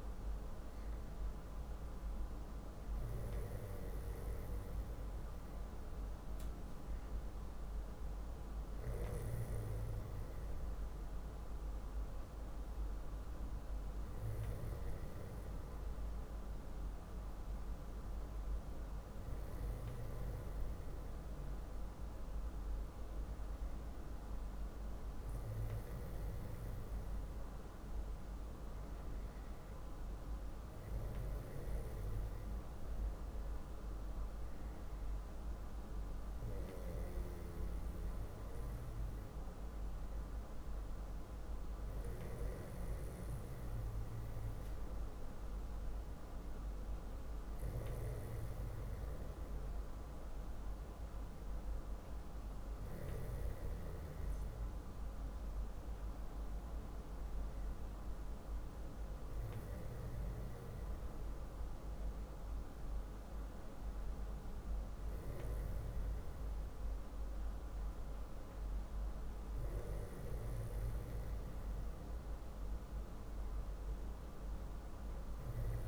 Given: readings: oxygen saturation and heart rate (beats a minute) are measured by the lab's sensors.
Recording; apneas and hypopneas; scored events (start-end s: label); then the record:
breathing in sleep, hard to hear, by a room microphone; none
none scored
From the record:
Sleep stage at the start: N2 (light sleep); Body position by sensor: on the back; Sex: male